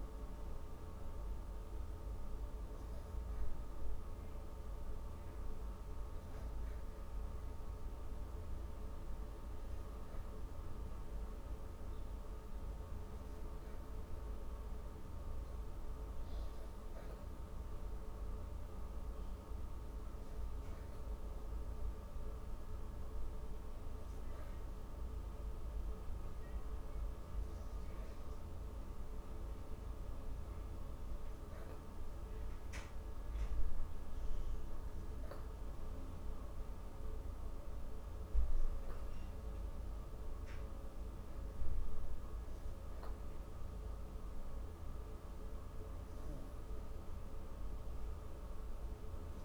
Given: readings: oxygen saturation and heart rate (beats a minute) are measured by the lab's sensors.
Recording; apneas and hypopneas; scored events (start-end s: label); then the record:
breathing in sleep, hard to hear, by a room microphone; none
20.50-41.50 s: oxygen desaturation (device-marked, oxygen 97% before, 94% lowest, heart rate 187 before, 132 extreme)
46.00-49.44 s: arousal
From the record:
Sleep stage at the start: N2 (light sleep); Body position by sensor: on the back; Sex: female